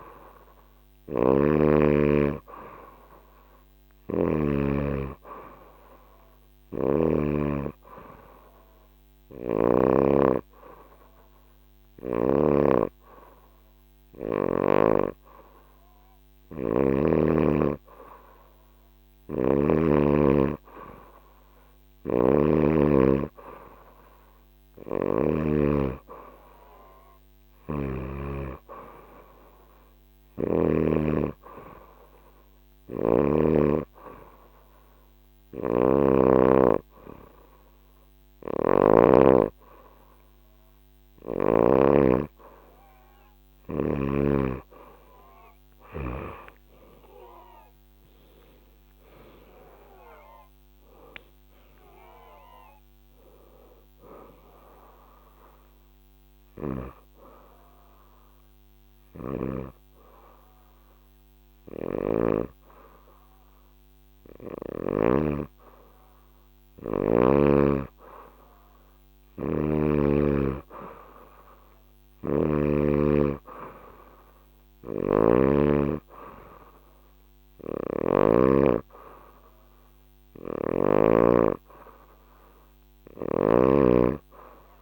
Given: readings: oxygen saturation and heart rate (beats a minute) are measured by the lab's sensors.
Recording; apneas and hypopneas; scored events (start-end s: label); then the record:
breathing in sleep by a microphone on the trachea; 3
0.50-7.00 s: snoring (device-marked)
3.50-9.50 s: bradycardia (device-marked, heart rate 123 before, 48 extreme)
7.50-17.50 s: obstructive apnea (oxygen 96% before, 91% lowest, heart rate 113 before, 79 extreme)
18.50-22.00 s: arousal
21.50-25.00 s: snoring (device-marked)
27.00-30.50 s: snoring (device-marked)
33.50-44.00 s: hypopnea (oxygen 94% before, 91% lowest, heart rate 138 before, 66 extreme)
35.00-41.50 s: snoring (device-marked)
46.50-50.00 s: arousal
50.50-62.50 s: oxygen desaturation (device-marked, oxygen 94% before, 91% lowest, heart rate 110 before, 66 extreme)
56.50-67.50 s: obstructive apnea (oxygen 94% before, 91% lowest, heart rate 100 before, 66 extreme)
58.50-65.00 s: snoring (device-marked)
70.00-73.00 s: arousal
74.50-78.00 s: snoring (device-marked)
74.50-84.50 s: oxygen desaturation (device-marked, oxygen 96% before, 92% lowest, heart rate 103 before, 78 extreme)
From the record:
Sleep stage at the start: N2 (light sleep); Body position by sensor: on the back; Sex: female